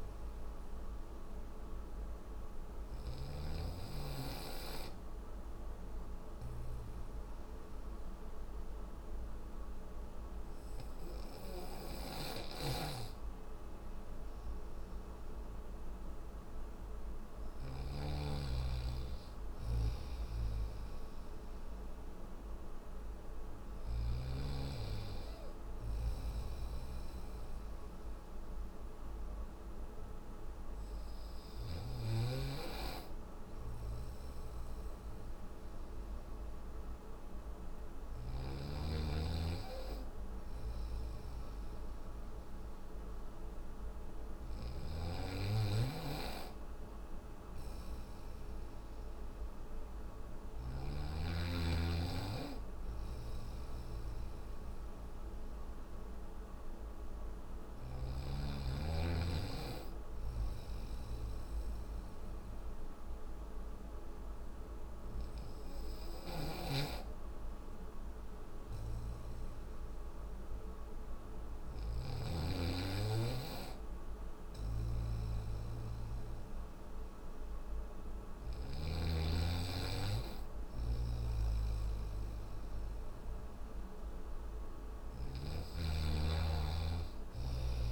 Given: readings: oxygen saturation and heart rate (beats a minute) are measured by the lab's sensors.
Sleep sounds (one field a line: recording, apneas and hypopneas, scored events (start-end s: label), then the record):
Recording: breathing in sleep by a room microphone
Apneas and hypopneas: none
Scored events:
11.00-23.00 s: snoring (device-marked)
43.50-50.00 s: snoring (device-marked)
62.50-87.92 s: new sleep stage, N1 (lightest sleep)
65.00-78.00 s: snoring (device-marked)
From the record:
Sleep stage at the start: N3 (deep sleep)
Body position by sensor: on the back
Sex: male